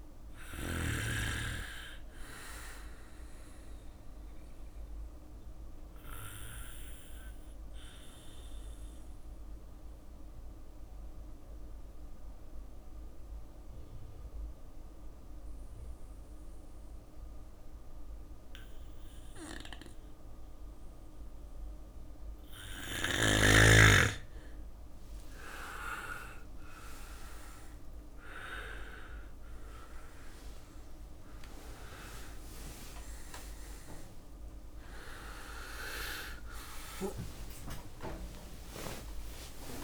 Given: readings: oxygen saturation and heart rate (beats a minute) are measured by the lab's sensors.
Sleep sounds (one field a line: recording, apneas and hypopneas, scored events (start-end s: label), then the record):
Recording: a person awake in a sleep study, by a room microphone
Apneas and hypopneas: 1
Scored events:
0.00-5.00 s: drop in pulse transit time (device-marked, heart rate 58 extreme)
0.00-16.00 s: oxygen desaturation (device-marked, oxygen 93% lowest, heart rate 56 extreme)
0.00-21.00 s: bradycardia (device-marked, heart rate 56 extreme)
4.50-20.00 s: obstructive apnea (oxygen 97% before, 93% lowest, heart rate 61 before, 56 extreme, up 6 after)
8.00-39.84 s: new sleep stage, awake
35.00-37.00 s: long interval between heartbeats (device-marked, heart rate 61 before, 69 extreme)
36.00-39.84 s: tachycardia (device-marked, heart rate 59 before, 105 extreme)
37.00-39.84 s: drop in pulse transit time (device-marked, heart rate 62 before, 76 extreme)
38.00-39.84 s: long interval between heartbeats (device-marked, heart rate 64 before, 96 extreme)
From the record:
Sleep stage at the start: N2 (light sleep)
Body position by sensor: on the back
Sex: male